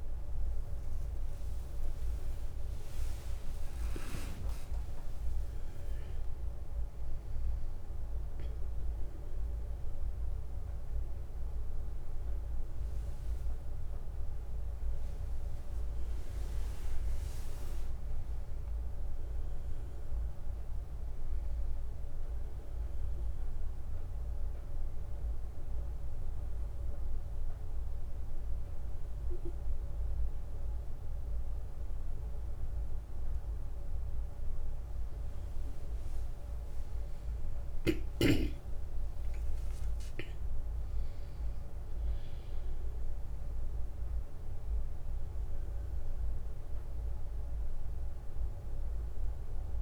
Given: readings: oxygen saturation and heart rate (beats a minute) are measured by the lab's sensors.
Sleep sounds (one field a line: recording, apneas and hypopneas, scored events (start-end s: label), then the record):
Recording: breathing in sleep, hard to hear, by a room microphone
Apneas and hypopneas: none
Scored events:
0.00-3.50 s: arousal
From the record:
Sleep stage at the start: N1 (lightest sleep)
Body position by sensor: on the back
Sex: male